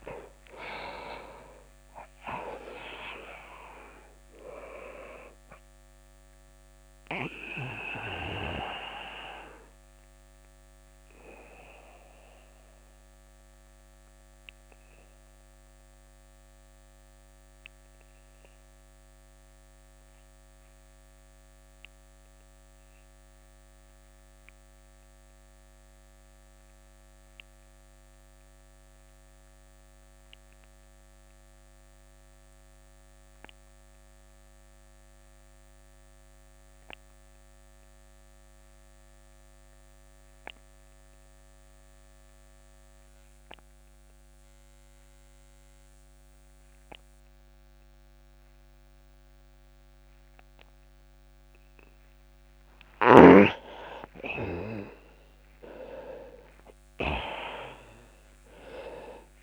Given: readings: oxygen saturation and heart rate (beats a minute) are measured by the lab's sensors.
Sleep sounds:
breathing in sleep by a microphone on the trachea; 1
0.00-29.50 s: oxygen desaturation (device-marked, oxygen 80% lowest)
7.50-51.50 s: obstructive apnea (oxygen 96% before, 80% lowest)
46.50-59.43 s: oxygen desaturation (device-marked, oxygen 98% before, 82% lowest)
53.00-57.00 s: arousal
From the record:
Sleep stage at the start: N2 (light sleep); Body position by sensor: on the back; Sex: male

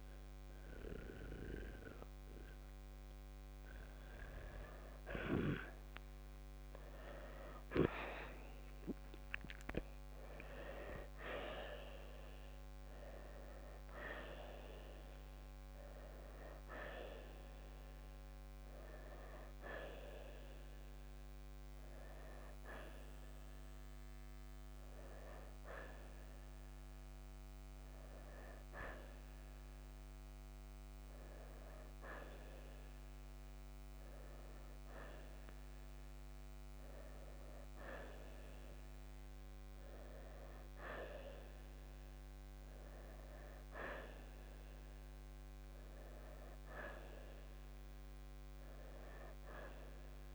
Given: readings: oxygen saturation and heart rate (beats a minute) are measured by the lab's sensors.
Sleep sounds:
breathing in sleep by a microphone on the trachea; none
0.00-10.50 s: oxygen desaturation (device-marked, oxygen 88% lowest, heart rate 59 extreme)
20.50-32.50 s: oxygen desaturation (device-marked, oxygen 92% before, 87% lowest, heart rate 68 before, 64 extreme)
From the record:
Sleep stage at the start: N2 (light sleep); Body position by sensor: on the right side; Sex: male

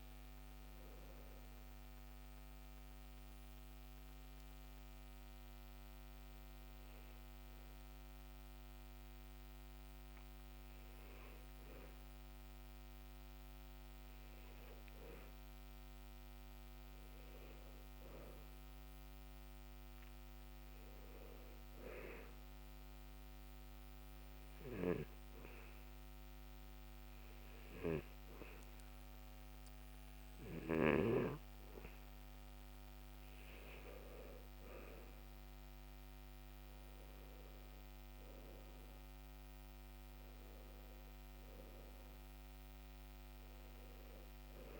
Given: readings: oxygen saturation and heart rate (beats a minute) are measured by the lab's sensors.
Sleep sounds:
breathing in sleep by a microphone on the trachea; 2
2.00-14.00 s: hypopnea (oxygen 93% before, 90% lowest, heart rate 71 before, 65 extreme, up 3 after)
15.50-19.00 s: arousal
23.50-35.00 s: obstructive apnea (oxygen 95% before, 90% lowest, heart rate 67 before, 64 extreme, up 5 after)
37.00-40.50 s: arousal
From the record:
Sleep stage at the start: N2 (light sleep); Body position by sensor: on the back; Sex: male

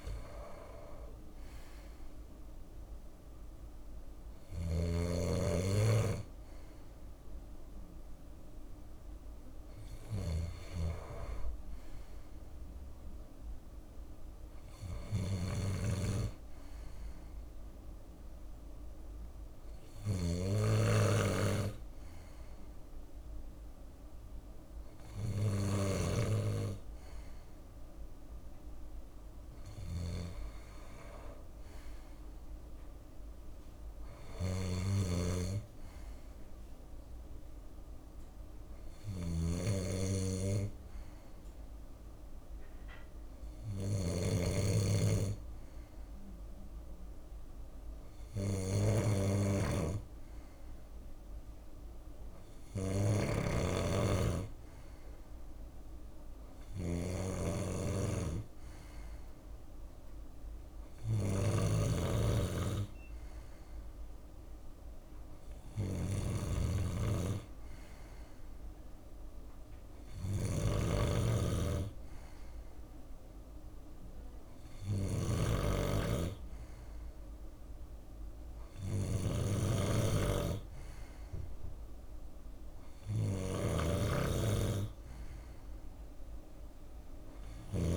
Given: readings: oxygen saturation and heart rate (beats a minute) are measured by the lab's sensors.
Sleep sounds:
breathing in sleep by a room microphone; none
3.50-87.97 s: snoring (device-marked)
From the record:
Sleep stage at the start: N2 (light sleep); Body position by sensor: on the left side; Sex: male

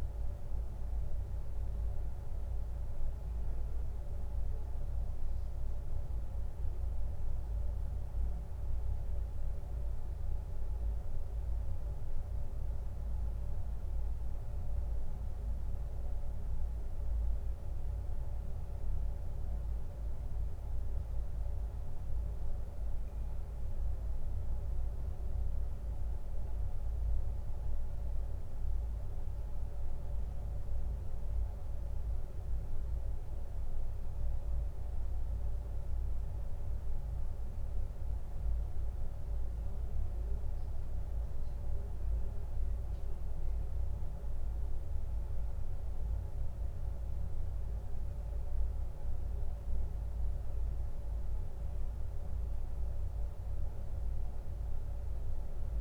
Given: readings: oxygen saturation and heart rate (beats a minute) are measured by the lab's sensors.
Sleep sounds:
breathing in sleep, hard to hear, by a room microphone; none
40.00-55.00 s: bradycardia (device-marked)
From the record:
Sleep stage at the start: N2 (light sleep); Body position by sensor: on the back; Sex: male

